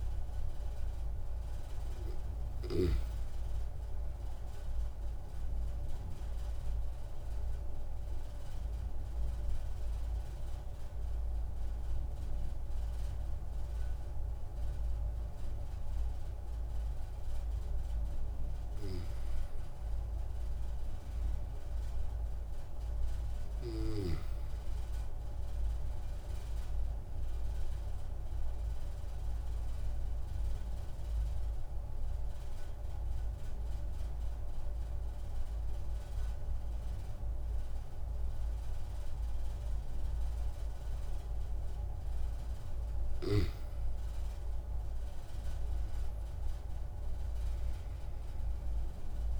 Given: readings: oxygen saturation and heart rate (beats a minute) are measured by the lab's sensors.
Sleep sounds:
breathing in sleep, hard to hear, by a room microphone; 2
0.00-19.00 s: oxygen desaturation (device-marked, oxygen 92% lowest)
7.00-18.00 s: obstructive apnea (oxygen 96% before, 92% lowest)
19.50-22.50 s: arousal
29.50-42.00 s: obstructive apnea (oxygen 97% before, 93% lowest)
44.00-48.00 s: arousal
From the record:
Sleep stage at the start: N2 (light sleep); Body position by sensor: on the back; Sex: male

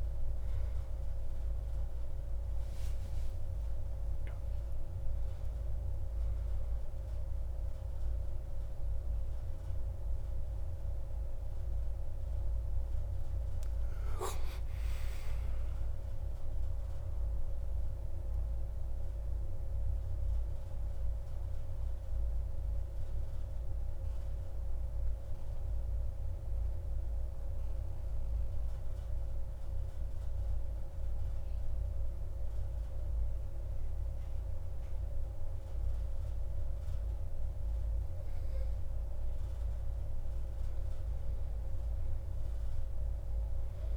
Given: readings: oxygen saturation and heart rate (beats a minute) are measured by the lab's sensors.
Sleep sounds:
breathing in sleep, hard to hear, by a room microphone; 1
0.00-21.50 s: oxygen desaturation (device-marked, oxygen 89% lowest)
13.50-16.00 s: arousal
17.50-39.50 s: mixed apnea (oxygen 95% before, 91% lowest)
41.50-43.97 s: oxygen desaturation (device-marked, oxygen 97% before, 92% lowest)
42.00-43.97 s: arousal
From the record:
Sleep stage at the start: N2 (light sleep); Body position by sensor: on the back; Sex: male

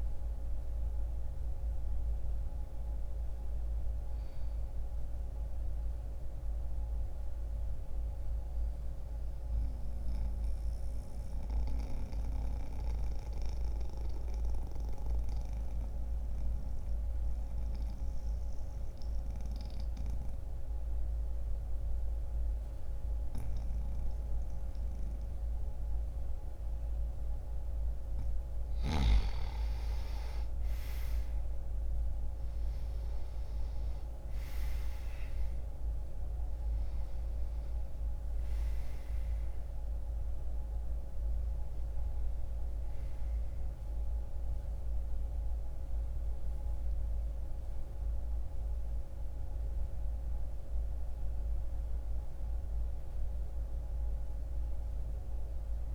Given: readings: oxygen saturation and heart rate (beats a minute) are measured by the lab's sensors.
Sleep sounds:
breathing in sleep, hard to hear, by a room microphone; 1
0.50-12.50 s: oxygen desaturation (device-marked, oxygen 91% before, 88% lowest, heart rate 58 before, 45 extreme)
5.00-27.00 s: mixed apnea (oxygen 94% before, 87% lowest, heart rate 64 before, 45 extreme)
26.50-55.95 s: oxygen desaturation (device-marked, oxygen 98% before, 87% lowest, heart rate 64 before, 45 extreme)
30.50-33.50 s: arousal
From the record:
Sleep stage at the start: N1 (lightest sleep); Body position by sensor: on the back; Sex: male

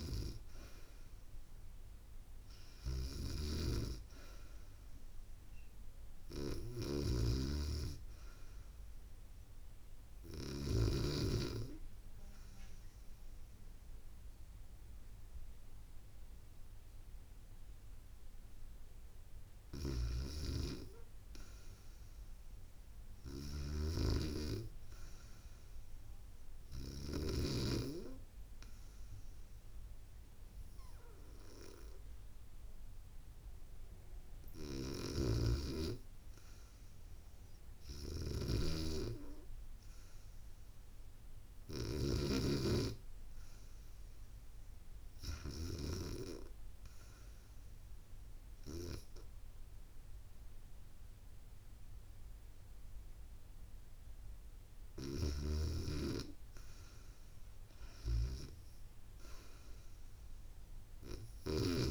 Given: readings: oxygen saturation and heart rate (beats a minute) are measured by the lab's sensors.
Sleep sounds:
breathing in sleep by a room microphone; 2
6.50-10.50 s: snoring (device-marked)
24.00-34.50 s: obstructive apnea (oxygen 94% before, 90% lowest, heart rate 76 before, 72 extreme, up 1 after)
37.00-40.50 s: arousal
38.00-42.50 s: snoring (device-marked)
44.50-48.50 s: oxygen desaturation (device-marked, oxygen 93% before, 90% lowest, heart rate 74 before, 74 extreme)
46.00-56.00 s: obstructive apnea (oxygen 95% before, 82% lowest, heart rate 74 before, 74 extreme, up 1 after)
58.00-61.91 s: arousal
From the record:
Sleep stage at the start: REM sleep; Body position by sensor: on the back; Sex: female

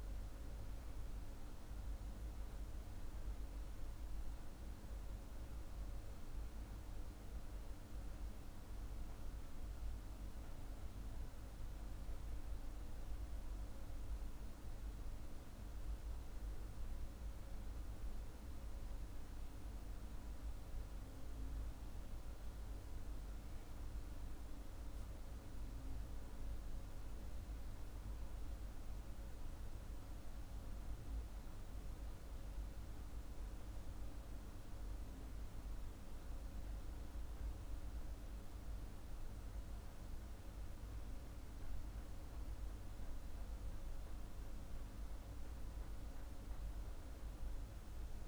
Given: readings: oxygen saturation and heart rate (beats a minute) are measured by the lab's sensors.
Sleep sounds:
breathing in sleep, hard to hear, by a room microphone; none
none scored
From the record:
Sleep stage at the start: N2 (light sleep); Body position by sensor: on the back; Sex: male

